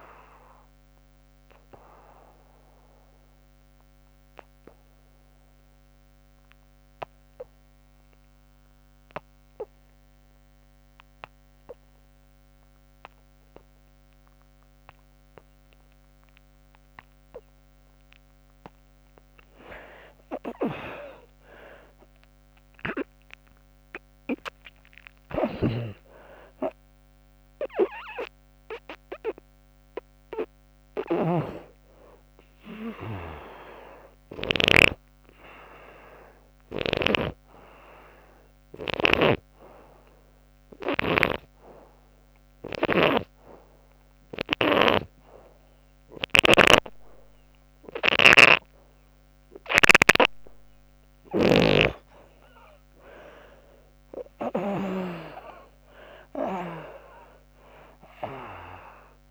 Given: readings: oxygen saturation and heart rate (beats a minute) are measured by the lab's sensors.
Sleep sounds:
breathing in sleep by a microphone on the trachea; 2
0.00-11.50 s: oxygen desaturation (device-marked, oxygen 65% lowest, heart rate 76 extreme)
0.50-17.50 s: obstructive apnea (oxygen 90% before, 65% lowest, heart rate 84 before, 76 extreme, up 20 after)
13.50-37.50 s: oxygen desaturation (device-marked, oxygen 96% before, 67% lowest, heart rate 94 before, 78 extreme)
22.00-26.50 s: arousal
25.00-39.00 s: snoring (device-marked)
35.50-48.00 s: obstructive apnea (oxygen 96% before, 60% lowest, heart rate 98 before, 76 extreme, up 39 after)
45.50-59.31 s: oxygen desaturation (device-marked, oxygen 94% before, 72% lowest, heart rate 98 before, 71 extreme)
54.00-58.00 s: arousal
From the record:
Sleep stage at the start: N2 (light sleep); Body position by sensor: on the back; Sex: female

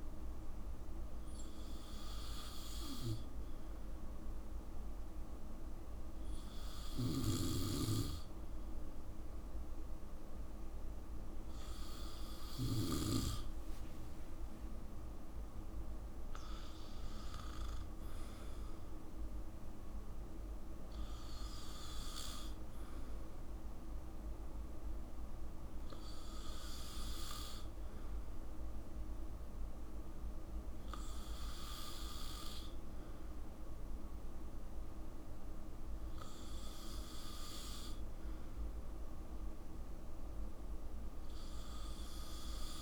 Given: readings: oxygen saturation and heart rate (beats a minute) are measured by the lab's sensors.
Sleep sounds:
breathing in sleep by a room microphone; none
none scored
From the record:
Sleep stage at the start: N2 (light sleep); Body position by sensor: on the back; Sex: male

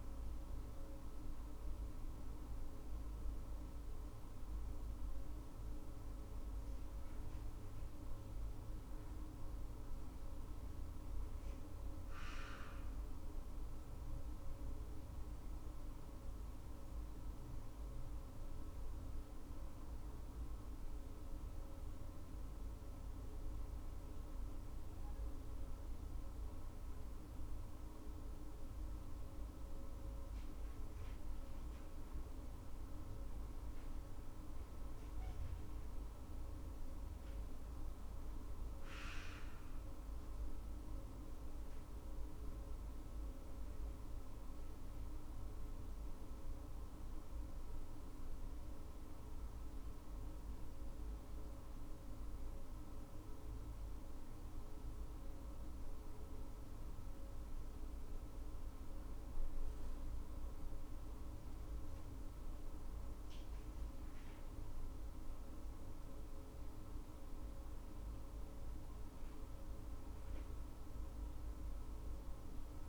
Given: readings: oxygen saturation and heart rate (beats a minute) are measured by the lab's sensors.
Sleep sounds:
breathing in sleep, hard to hear, by a room microphone; none
47.00-72.89 s: new sleep stage, N2 (light sleep)
From the record:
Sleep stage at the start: N1 (lightest sleep); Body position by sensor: on the right side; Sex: female

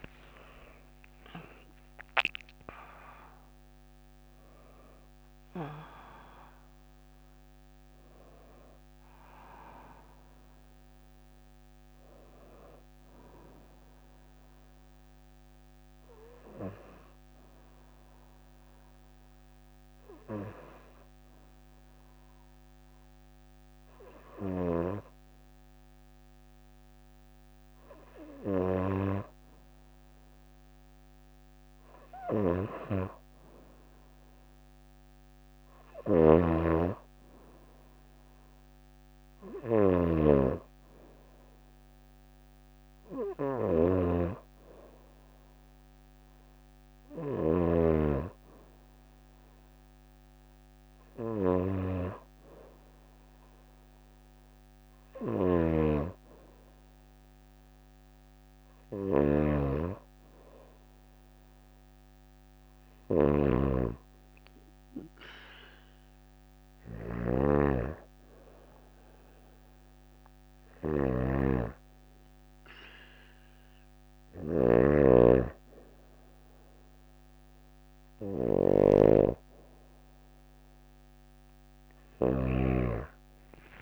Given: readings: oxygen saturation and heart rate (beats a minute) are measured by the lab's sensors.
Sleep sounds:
breathing in sleep by a microphone on the trachea; 2
14.00-25.50 s: hypopnea (oxygen 95% before, 93% lowest, heart rate 65 before, 57 extreme, up 1 after)
27.50-31.00 s: arousal
31.50-82.00 s: snoring (device-marked)
36.50-51.50 s: oxygen desaturation (device-marked, oxygen 97% before, 93% lowest, heart rate 58 before, 59 extreme)
68.00-79.00 s: hypopnea (oxygen 95% before, 93% lowest, heart rate 60 before, 57 extreme, up 20 after)
82.00-83.82 s: arousal
From the record:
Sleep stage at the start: N2 (light sleep); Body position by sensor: on the back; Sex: female

